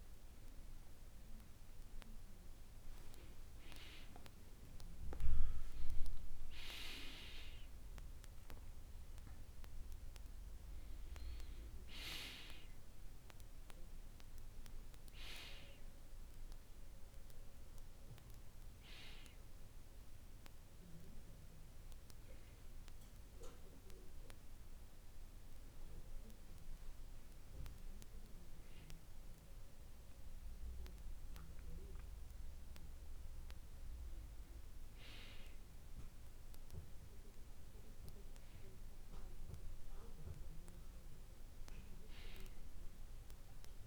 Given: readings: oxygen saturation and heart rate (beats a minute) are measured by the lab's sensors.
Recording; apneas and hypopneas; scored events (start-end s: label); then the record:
a person awake in a sleep study, by a room microphone; none
none scored
From the record:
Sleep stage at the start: awake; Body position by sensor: on the back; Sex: male